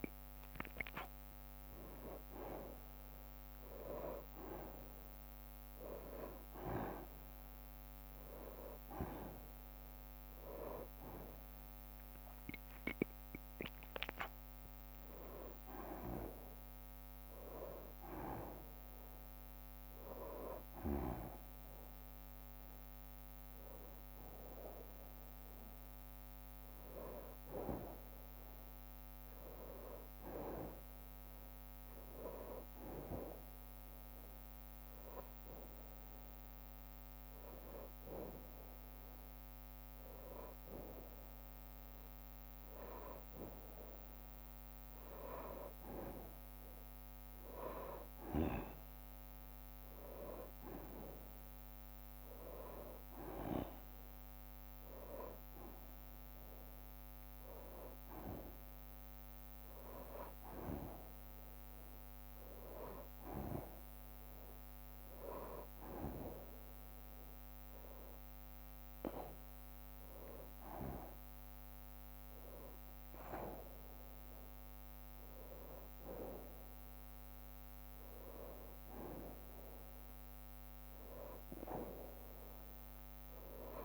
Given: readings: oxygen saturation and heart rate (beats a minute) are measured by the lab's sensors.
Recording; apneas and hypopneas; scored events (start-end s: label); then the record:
breathing in sleep by a microphone on the trachea; none
2.00-83.85 s: new sleep stage, N2 (light sleep)
4.00-10.00 s: bradycardia (device-marked, heart rate 61 before, 59 extreme)
5.50-7.50 s: long interval between heartbeats (device-marked, heart rate 70 before, 61 extreme)
12.00-17.00 s: bradycardia (device-marked, heart rate 61 before, 58 extreme)
47.00-67.00 s: bradycardia (device-marked, heart rate 61 before, 49 extreme)
53.50-57.50 s: arousal
68.00-80.00 s: bradycardia (device-marked, heart rate 61 before, 52 extreme)
70.00-72.00 s: long interval between heartbeats (device-marked, heart rate 55 before, 58 extreme)
75.00-77.00 s: long interval between heartbeats (device-marked, heart rate 56 before, 52 extreme)
From the record:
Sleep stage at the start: N1 (lightest sleep); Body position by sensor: on the back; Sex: male